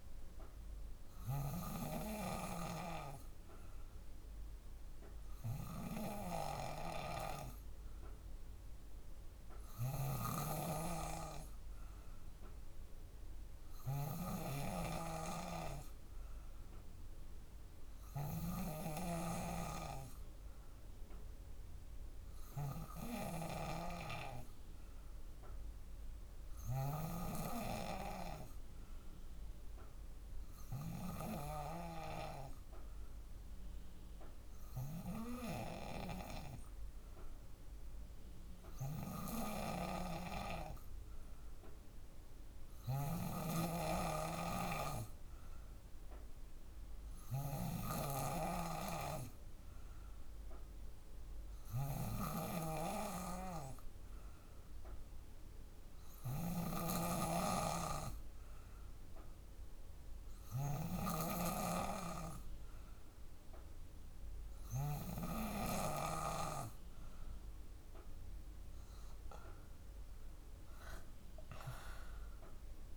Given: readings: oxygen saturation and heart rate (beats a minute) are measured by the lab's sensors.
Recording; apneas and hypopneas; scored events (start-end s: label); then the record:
breathing in sleep by a room microphone; none
0.00-1.00 s: snoring (device-marked)
9.50-18.00 s: snoring (device-marked)
39.00-47.50 s: snoring (device-marked)
45.50-55.50 s: drop in pulse transit time (device-marked, heart rate 61 before, 58 extreme)
55.50-64.50 s: snoring (device-marked)
71.50-72.97 s: drop in pulse transit time (device-marked, heart rate 60 before, 59 extreme)
From the record:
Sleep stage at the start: N2 (light sleep); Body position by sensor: on the back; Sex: female